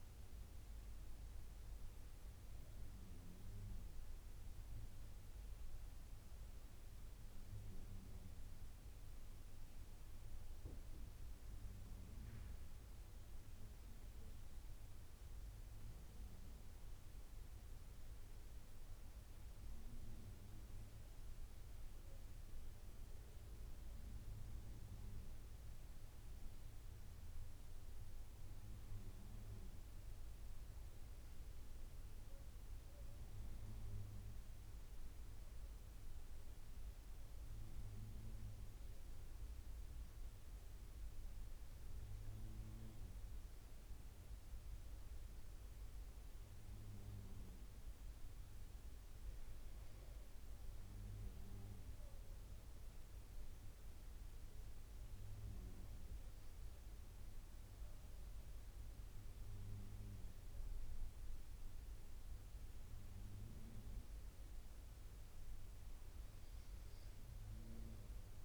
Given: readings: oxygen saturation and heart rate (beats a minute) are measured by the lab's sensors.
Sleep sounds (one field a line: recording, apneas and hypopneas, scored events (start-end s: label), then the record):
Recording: breathing in sleep, hard to hear, by a room microphone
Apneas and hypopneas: 2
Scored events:
28.00-39.00 s: central apnea (oxygen 94% before, 90% lowest, heart rate 86 before, 80 extreme, up 7 after)
41.50-45.00 s: arousal
44.50-55.50 s: oxygen desaturation (device-marked, oxygen 94% before, 90% lowest, heart rate 83 before, 83 extreme)
53.00-63.50 s: obstructive apnea (oxygen 94% before, 90% lowest, heart rate 84 before, 83 extreme, up 4 after)
From the record:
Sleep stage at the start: N2 (light sleep)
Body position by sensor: on the back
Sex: male